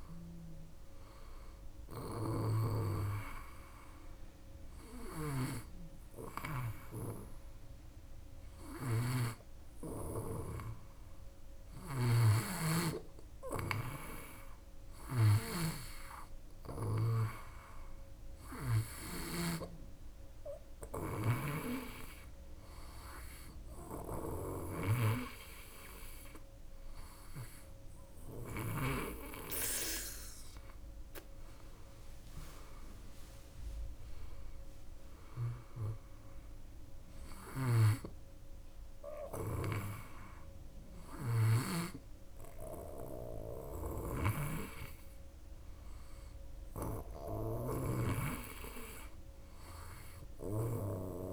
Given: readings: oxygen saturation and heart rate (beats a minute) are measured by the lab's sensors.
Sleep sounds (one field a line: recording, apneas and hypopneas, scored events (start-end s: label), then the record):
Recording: breathing in sleep by a room microphone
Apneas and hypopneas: none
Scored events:
5.00-28.50 s: snoring (device-marked)
37.00-41.50 s: snoring (device-marked)
43.50-51.33 s: snoring (device-marked)
From the record:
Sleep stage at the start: N2 (light sleep)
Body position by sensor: on the back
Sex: female